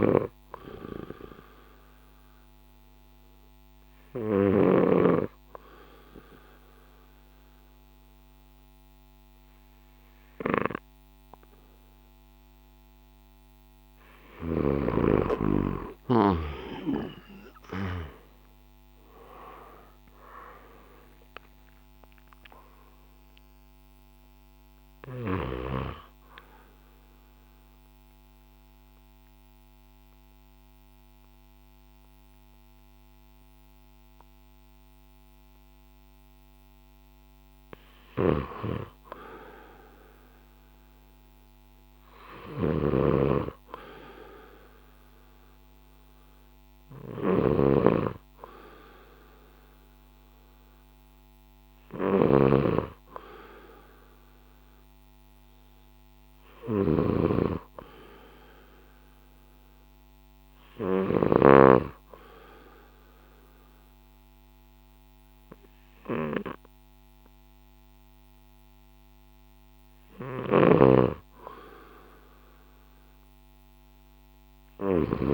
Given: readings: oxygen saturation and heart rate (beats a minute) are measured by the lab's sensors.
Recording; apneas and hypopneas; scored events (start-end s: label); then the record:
breathing in sleep by a microphone on the trachea; 2
0.00-4.50 s: snoring (device-marked)
16.00-22.00 s: arousal
17.00-30.00 s: drop in pulse transit time (device-marked, heart rate 58 before, 56 extreme)
25.50-37.50 s: central apnea (oxygen 93% before, 91% lowest, heart rate 62 before, 54 extreme, up 7 after)
38.00-61.50 s: snoring (device-marked)
41.00-45.50 s: arousal
52.00-62.00 s: oxygen desaturation (device-marked, oxygen 97% before, 92% lowest, heart rate 58 before, 58 extreme)
59.00-70.00 s: obstructive apnea (oxygen 97% before, 91% lowest, heart rate 59 before, 56 extreme, up 1 after)
70.00-75.34 s: snoring (device-marked)
From the record:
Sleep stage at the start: N2 (light sleep); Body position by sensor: on the left side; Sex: male